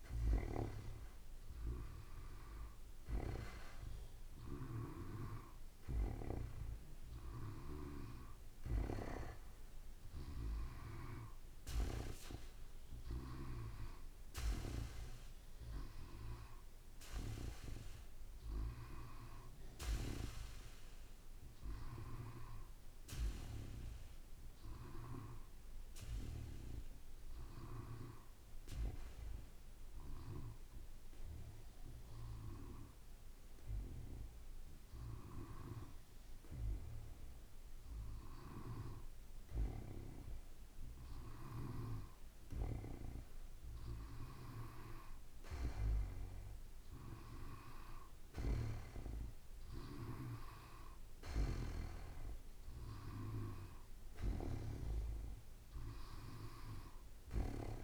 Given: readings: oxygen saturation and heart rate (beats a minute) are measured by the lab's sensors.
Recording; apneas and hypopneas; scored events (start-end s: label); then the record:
breathing in sleep by a room microphone; 1
21.50-25.00 s: arousal
28.00-39.50 s: hypopnea (oxygen 94% before, 92% lowest, heart rate 55 before, 55 extreme, up 2 after)
42.00-46.50 s: arousal
From the record:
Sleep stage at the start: N2 (light sleep); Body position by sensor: on the back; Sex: male